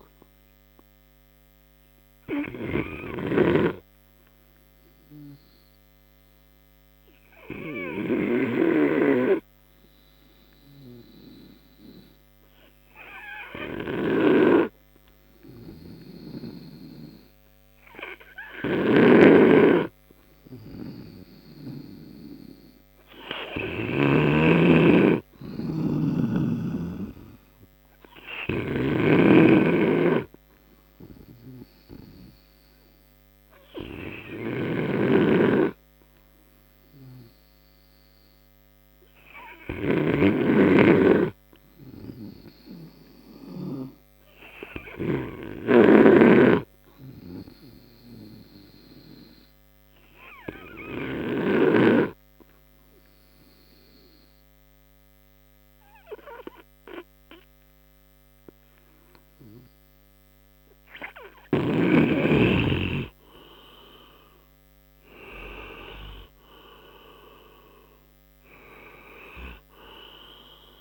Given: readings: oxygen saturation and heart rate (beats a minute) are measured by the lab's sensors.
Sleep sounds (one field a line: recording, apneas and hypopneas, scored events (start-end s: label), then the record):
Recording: breathing in sleep by a microphone on the trachea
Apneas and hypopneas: 1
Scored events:
19.00-25.00 s: snoring (device-marked)
20.50-46.50 s: oxygen desaturation (device-marked, oxygen 96% before, 88% lowest)
29.50-40.50 s: snoring (device-marked)
47.00-57.00 s: obstructive apnea (oxygen 95% before, 90% lowest)
52.50-62.50 s: oxygen desaturation (device-marked, oxygen 94% before, 91% lowest)
62.50-65.00 s: arousal
From the record:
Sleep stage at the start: N2 (light sleep)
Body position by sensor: on the right side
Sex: male